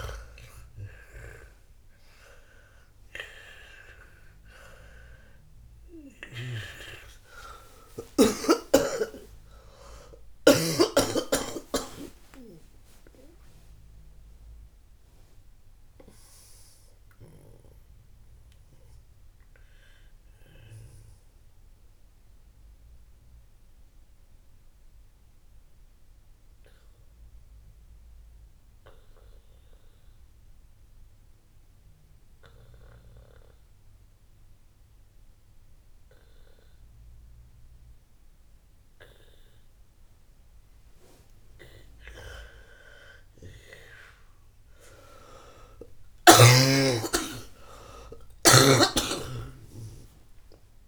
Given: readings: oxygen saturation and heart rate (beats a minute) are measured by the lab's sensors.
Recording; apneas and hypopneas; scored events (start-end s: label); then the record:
breathing in sleep by a room microphone; 1
0.00-32.00 s: oxygen desaturation (device-marked, oxygen 98% before, 91% lowest, heart rate 58 before, 57 extreme)
9.00-14.50 s: arousal
23.50-41.50 s: obstructive apnea (oxygen 98% before, 91% lowest, heart rate 105 before, 57 extreme)
46.50-50.88 s: arousal
49.00-50.88 s: oxygen desaturation (device-marked, oxygen 98% before, 93% lowest, heart rate 75 before, 56 extreme)
From the record:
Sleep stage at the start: N2 (light sleep); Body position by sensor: on the back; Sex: female